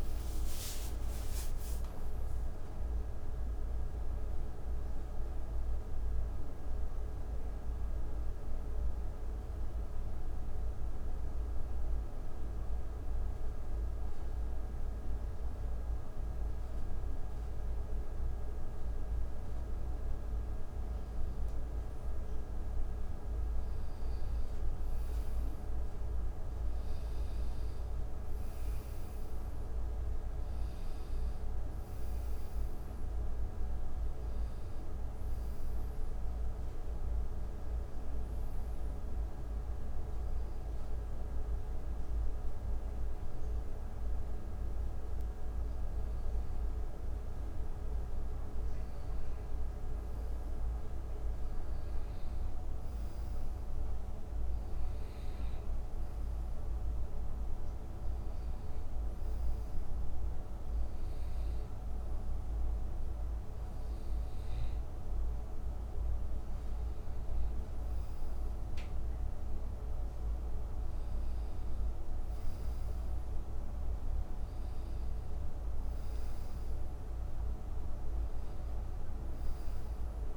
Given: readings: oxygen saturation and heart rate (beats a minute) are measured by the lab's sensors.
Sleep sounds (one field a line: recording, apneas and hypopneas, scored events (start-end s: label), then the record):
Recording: breathing in sleep, hard to hear, by a room microphone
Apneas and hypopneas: 2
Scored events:
1.50-10.50 s: oxygen desaturation (device-marked, oxygen 94% before, 90% lowest, heart rate 75 before, 69 extreme)
8.00-20.50 s: hypopnea (oxygen 94% before, 89% lowest, heart rate 79 before, 69 extreme, up 4 after)
23.50-40.50 s: oxygen desaturation (device-marked, oxygen 97% before, 90% lowest, heart rate 73 before, 74 extreme)
28.50-80.37 s: new sleep stage, N2 (light sleep)
29.00-34.00 s: arousal
38.50-50.00 s: hypopnea (oxygen 97% before, 89% lowest, heart rate 73 before, 72 extreme, up 4 after)
52.50-56.50 s: arousal
55.50-64.50 s: oxygen desaturation (device-marked, oxygen 94% before, 89% lowest, heart rate 76 before, 72 extreme)
72.50-78.00 s: arousal
From the record:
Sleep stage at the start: N1 (lightest sleep)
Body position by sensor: on the back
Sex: male